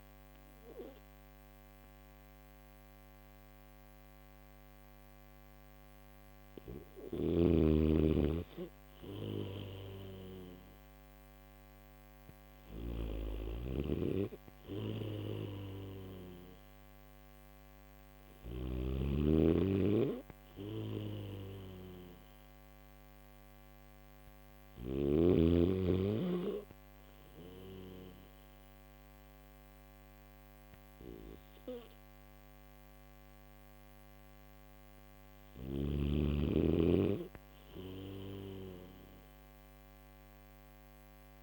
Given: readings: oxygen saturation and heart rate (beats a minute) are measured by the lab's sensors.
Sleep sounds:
breathing in sleep by a microphone on the trachea; none
6.50-18.00 s: snoring (device-marked)
14.50-37.50 s: oxygen desaturation (device-marked, oxygen 97% before, 94% lowest, heart rate 74 before, 70 extreme)
From the record:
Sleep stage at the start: N3 (deep sleep); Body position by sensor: on the back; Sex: male

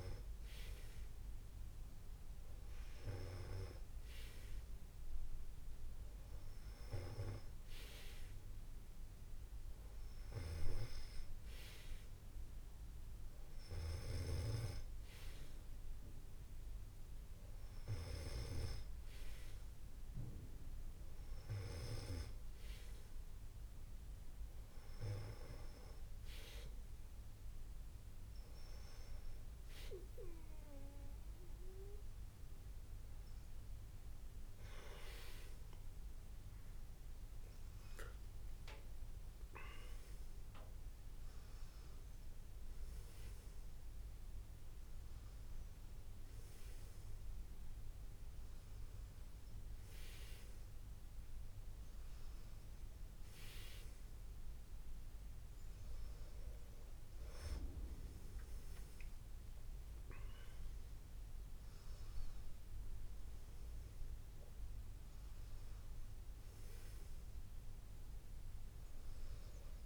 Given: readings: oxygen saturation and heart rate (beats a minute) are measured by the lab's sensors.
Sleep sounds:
breathing in sleep by a room microphone; none
37.00-40.50 s: arousal
From the record:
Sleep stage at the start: N2 (light sleep); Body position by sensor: on the back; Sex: male

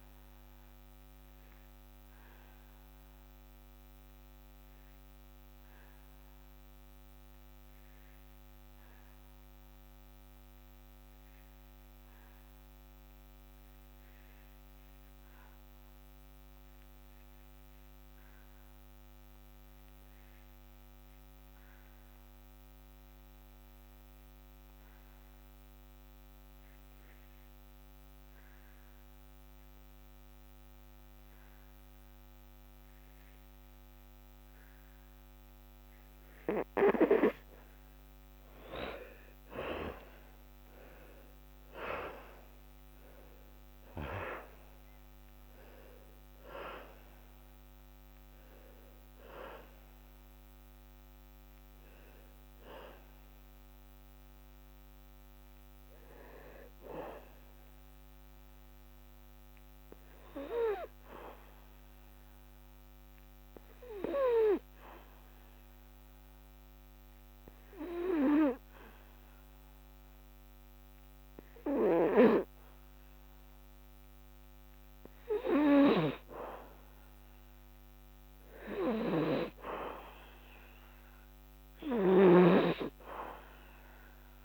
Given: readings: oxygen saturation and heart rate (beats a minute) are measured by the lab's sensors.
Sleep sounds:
breathing in sleep by a microphone on the trachea; 2
0.00-13.00 s: oxygen desaturation (device-marked, oxygen 79% lowest, heart rate 58 extreme)
1.00-36.50 s: obstructive apnea (oxygen 95% before, 69% lowest, heart rate 75 before, 58 extreme, up 20 after)
21.50-23.50 s: long interval between heartbeats (device-marked, heart rate 71 before, 65 extreme)
22.00-73.00 s: oxygen desaturation (device-marked, oxygen 99% before, 69% lowest, heart rate 70 before, 59 extreme)
28.00-30.00 s: long interval between heartbeats (device-marked, heart rate 67 before, 62 extreme)
39.50-45.50 s: arousal
56.00-73.50 s: hypopnea (oxygen 92% before, 69% lowest, heart rate 75 before, 69 extreme, up 1 after)
77.00-80.50 s: arousal
From the record:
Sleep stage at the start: N2 (light sleep); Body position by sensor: on the back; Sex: male

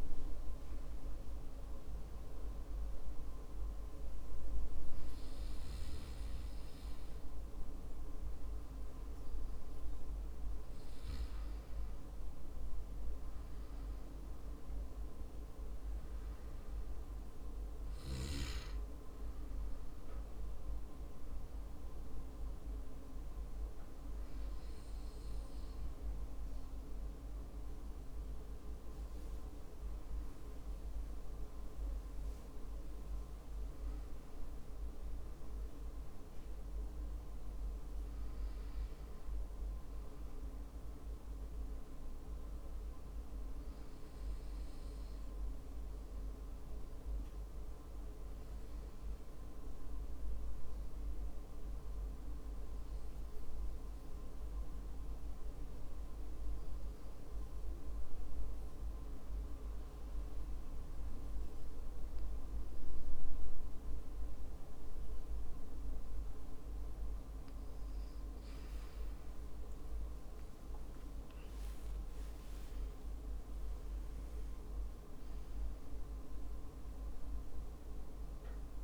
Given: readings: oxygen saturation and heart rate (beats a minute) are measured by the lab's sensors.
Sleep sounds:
breathing in sleep, hard to hear, by a room microphone; 1
37.50-42.00 s: arousal
51.50-68.00 s: hypopnea (oxygen 96% before, 90% lowest, heart rate 56 before, 52 extreme, up 17 after)
58.50-78.84 s: oxygen desaturation (device-marked, oxygen 95% before, 90% lowest, heart rate 56 before, 52 extreme)
69.00-73.50 s: arousal
From the record:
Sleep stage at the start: N2 (light sleep); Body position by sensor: on the back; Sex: male

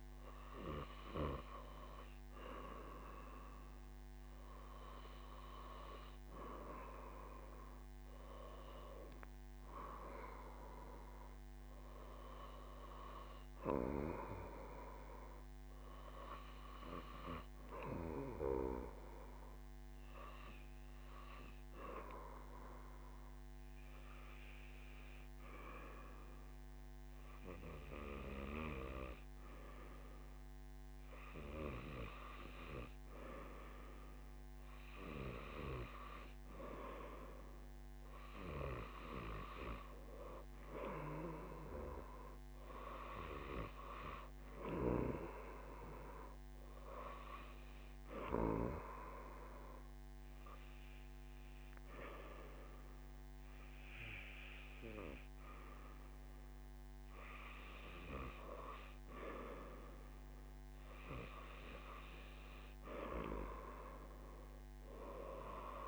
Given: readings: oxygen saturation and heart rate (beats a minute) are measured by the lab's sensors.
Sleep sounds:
breathing in sleep by a microphone on the trachea; 2
22.00-33.50 s: hypopnea (oxygen 95% before, 93% lowest, heart rate 63 before, 56 extreme, up 3 after)
48.00-59.00 s: hypopnea (oxygen 95% before, 93% lowest, heart rate 60 before, 57 extreme, up 6 after)
From the record:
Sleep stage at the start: N1 (lightest sleep); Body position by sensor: on the right side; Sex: male

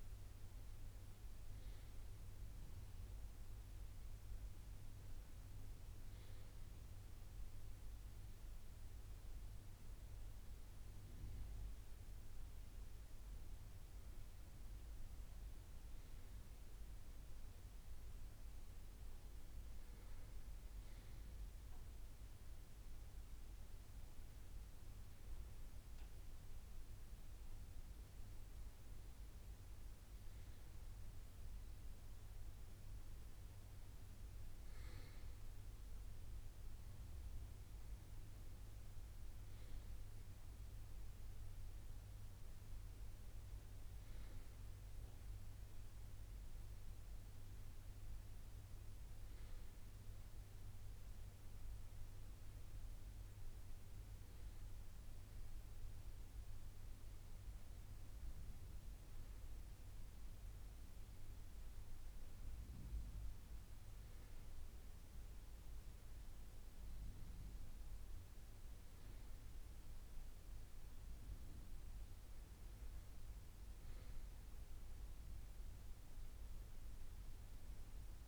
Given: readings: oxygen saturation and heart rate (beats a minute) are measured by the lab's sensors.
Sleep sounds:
breathing in sleep, hard to hear, by a room microphone; none
none scored
From the record:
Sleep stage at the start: N2 (light sleep); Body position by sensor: on the right side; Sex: male

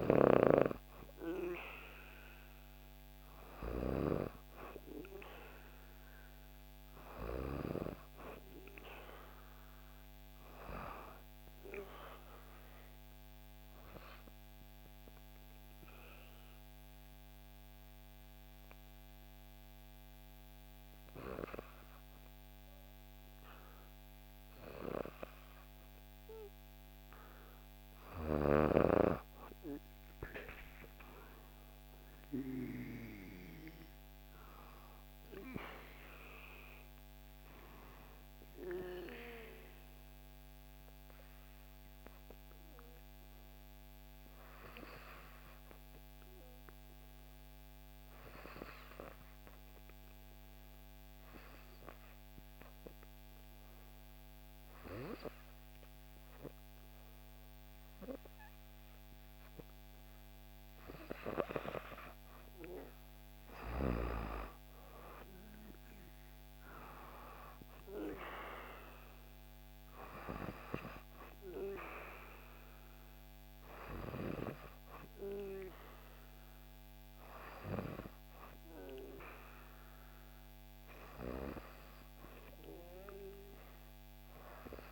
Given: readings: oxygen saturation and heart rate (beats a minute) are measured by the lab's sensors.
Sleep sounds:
breathing in sleep by a microphone on the trachea; 2
0.00-11.50 s: oxygen desaturation (device-marked, oxygen 91% lowest, heart rate 59 extreme)
12.50-27.50 s: obstructive apnea (oxygen 96% before, 92% lowest, heart rate 62 before, 59 extreme, up 6 after)
31.00-34.50 s: arousal
32.50-49.50 s: oxygen desaturation (device-marked, oxygen 96% before, 93% lowest, heart rate 60 before, 59 extreme)
40.00-62.00 s: obstructive apnea (oxygen 96% before, 90% lowest, heart rate 61 before, 59 extreme, up 6 after)
64.50-68.00 s: arousal
66.50-84.50 s: oxygen desaturation (device-marked, oxygen 96% before, 92% lowest, heart rate 60 before, 59 extreme)
From the record:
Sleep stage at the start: N2 (light sleep); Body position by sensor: on the back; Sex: female

